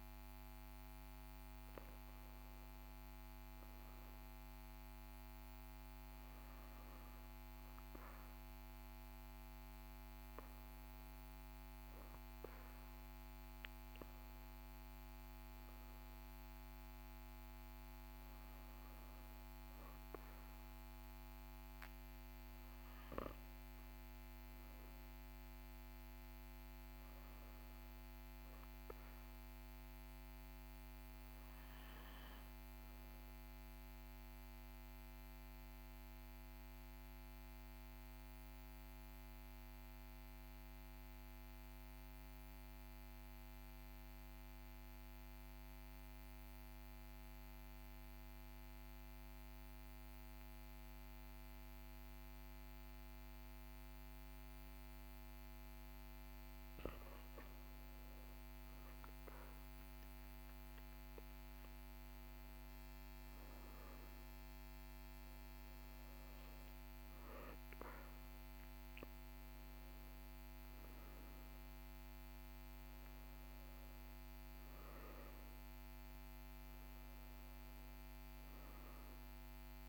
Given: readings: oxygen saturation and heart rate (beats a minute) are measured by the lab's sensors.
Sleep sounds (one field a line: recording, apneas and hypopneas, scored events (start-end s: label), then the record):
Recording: breathing in sleep, hard to hear, by a microphone on the trachea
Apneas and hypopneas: 1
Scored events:
28.50-56.00 s: obstructive apnea (oxygen 97% before, 94% lowest, heart rate 43 before, 42 extreme, up 3 after)
59.00-64.50 s: arousal
From the record:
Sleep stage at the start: N2 (light sleep)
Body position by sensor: on the right side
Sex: male